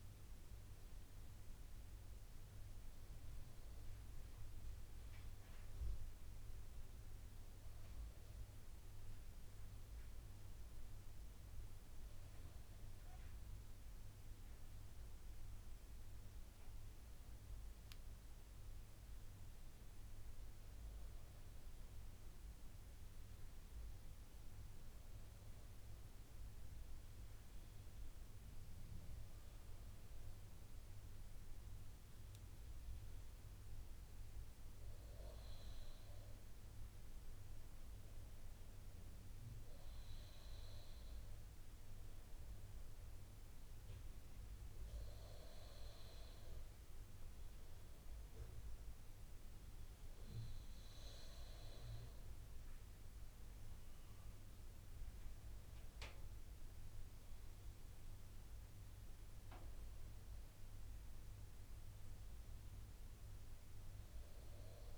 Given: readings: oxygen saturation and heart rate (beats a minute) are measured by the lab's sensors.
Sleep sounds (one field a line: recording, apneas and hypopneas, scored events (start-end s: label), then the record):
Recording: a person partly awake in a sleep study, hard to hear, by a room microphone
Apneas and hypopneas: none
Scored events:
3.50-64.98 s: new sleep stage, N1 (lightest sleep)
From the record:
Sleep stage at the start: awake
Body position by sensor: on the back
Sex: male